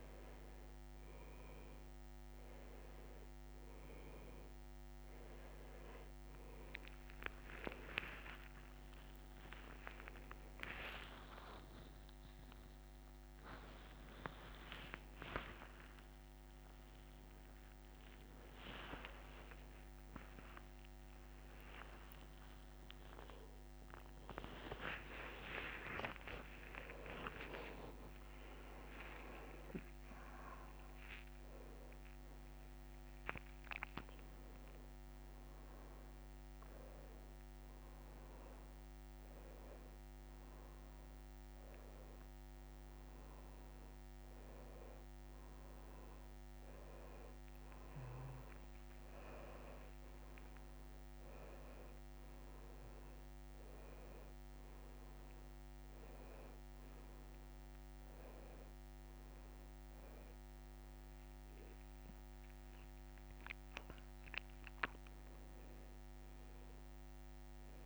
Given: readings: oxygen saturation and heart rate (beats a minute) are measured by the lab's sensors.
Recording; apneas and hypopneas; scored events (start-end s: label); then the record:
a person awake in a sleep study, by a microphone on the trachea; none
14.50-67.86 s: new sleep stage, awake
From the record:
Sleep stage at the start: N1 (lightest sleep); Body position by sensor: on the back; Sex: male